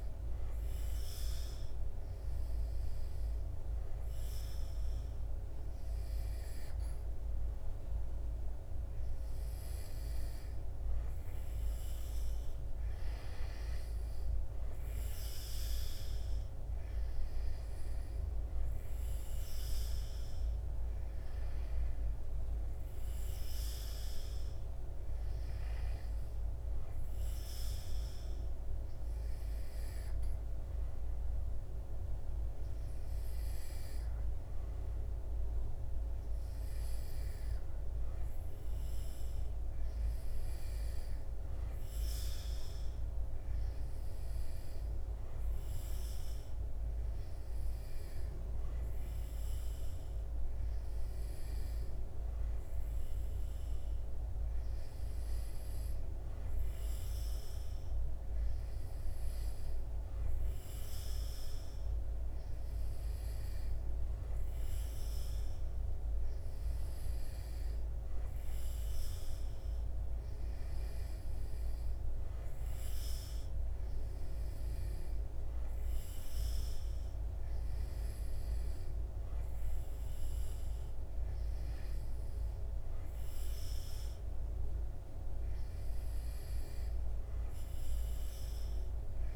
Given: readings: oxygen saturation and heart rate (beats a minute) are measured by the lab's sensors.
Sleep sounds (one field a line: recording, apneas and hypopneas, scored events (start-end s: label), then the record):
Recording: breathing in sleep, hard to hear, by a room microphone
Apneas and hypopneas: none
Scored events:
none scored
From the record:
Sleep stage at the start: N2 (light sleep)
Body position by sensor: on the back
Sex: male